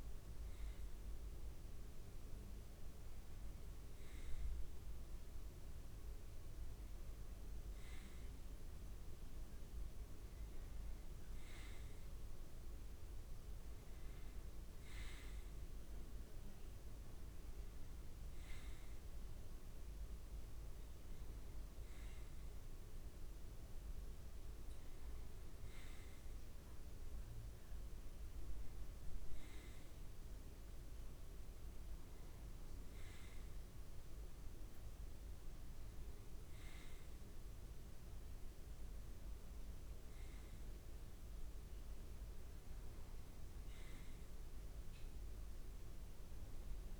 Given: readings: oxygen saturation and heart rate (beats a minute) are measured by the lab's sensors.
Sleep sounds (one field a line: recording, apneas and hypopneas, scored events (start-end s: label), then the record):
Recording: breathing in sleep, hard to hear, by a room microphone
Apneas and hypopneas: none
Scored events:
46.00-47.00 s: arousal
From the record:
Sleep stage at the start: N2 (light sleep)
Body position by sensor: on the right side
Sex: male